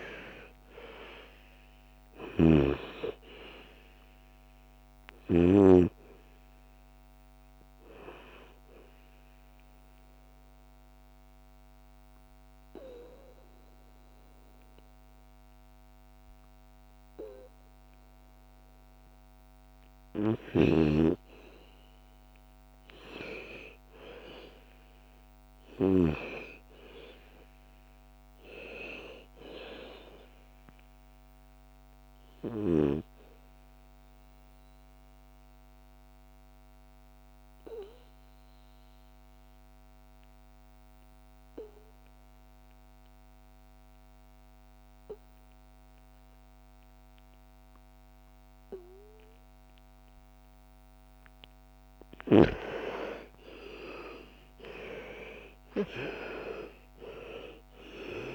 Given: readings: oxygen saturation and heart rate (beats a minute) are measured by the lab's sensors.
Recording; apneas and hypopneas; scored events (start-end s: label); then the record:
breathing in sleep by a microphone on the trachea; 2
0.00-2.00 s: arousal
0.00-2.00 s: snoring (device-marked)
0.00-17.00 s: oxygen desaturation (device-marked, oxygen 84% lowest, heart rate 55 extreme)
9.50-20.50 s: obstructive apnea (oxygen 98% before, 84% lowest, heart rate 63 before, 55 extreme, up 12 after)
22.50-27.00 s: arousal
30.00-42.00 s: oxygen desaturation (device-marked, oxygen 99% before, 94% lowest, heart rate 60 before, 55 extreme)
32.00-50.50 s: obstructive apnea (oxygen 99% before, 84% lowest, heart rate 61 before, 55 extreme, up 14 after)
52.50-57.00 s: arousal
53.00-58.35 s: oxygen desaturation (device-marked, oxygen 98% before, 84% lowest, heart rate 59 before, 56 extreme)
From the record:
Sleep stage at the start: N2 (light sleep); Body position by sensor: on the back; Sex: female